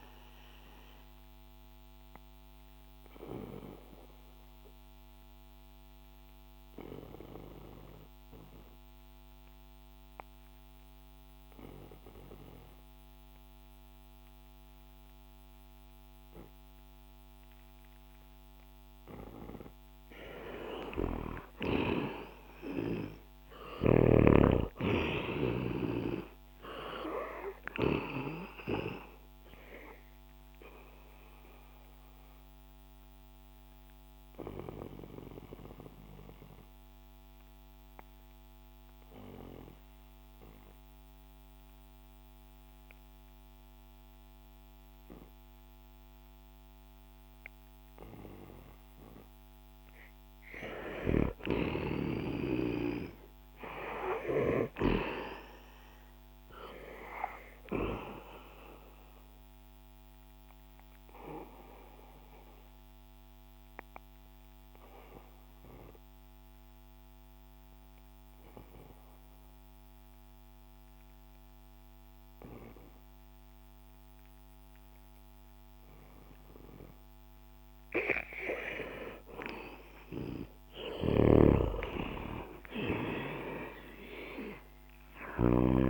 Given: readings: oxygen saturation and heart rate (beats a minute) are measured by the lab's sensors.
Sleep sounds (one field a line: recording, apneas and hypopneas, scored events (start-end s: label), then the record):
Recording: breathing in sleep by a microphone on the trachea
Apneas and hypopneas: 3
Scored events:
2.50-18.50 s: obstructive apnea (oxygen 98% before, 89% lowest, heart rate 66 before, 60 extreme, up 10 after)
21.00-25.50 s: arousal
23.50-50.50 s: oxygen desaturation (device-marked, oxygen 96% before, 89% lowest, heart rate 64 before, 61 extreme)
30.50-50.00 s: obstructive apnea (oxygen 98% before, 89% lowest, heart rate 67 before, 61 extreme, up 7 after)
52.50-56.00 s: arousal
59.50-77.50 s: oxygen desaturation (device-marked, oxygen 98% before, 90% lowest, heart rate 67 before, 59 extreme)
62.00-78.00 s: obstructive apnea (oxygen 98% before, 89% lowest, heart rate 68 before, 59 extreme, up 7 after)
80.50-85.00 s: arousal
81.00-85.90 s: snoring (device-marked)
83.50-85.90 s: oxygen desaturation (device-marked, oxygen 97% before, 91% lowest, heart rate 67 before, 59 extreme)
From the record:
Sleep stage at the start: N2 (light sleep)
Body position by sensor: on the back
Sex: male